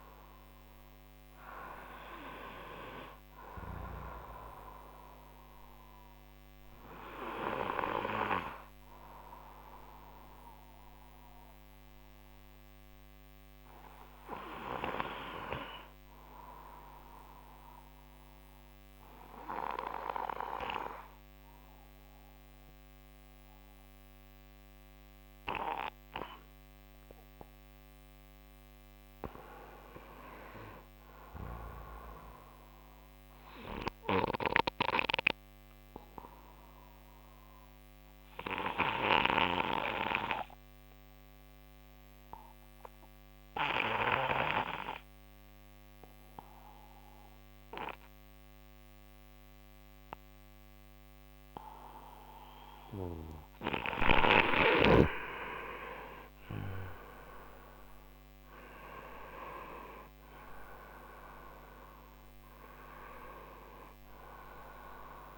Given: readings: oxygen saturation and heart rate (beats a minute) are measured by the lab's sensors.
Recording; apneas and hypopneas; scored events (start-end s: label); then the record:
breathing in sleep by a microphone on the trachea; 2
0.00-15.50 s: oxygen desaturation (device-marked, oxygen 90% lowest)
5.50-27.00 s: obstructive apnea (oxygen 96% before, 88% lowest)
28.50-32.50 s: arousal
37.50-53.50 s: obstructive apnea (oxygen 96% before, 88% lowest)
39.50-50.50 s: oxygen desaturation (device-marked, oxygen 96% before, 92% lowest)
56.50-60.50 s: arousal
60.50-65.38 s: oxygen desaturation (device-marked, oxygen 94% before, 88% lowest)
From the record:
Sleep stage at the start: N2 (light sleep); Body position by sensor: on the right side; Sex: male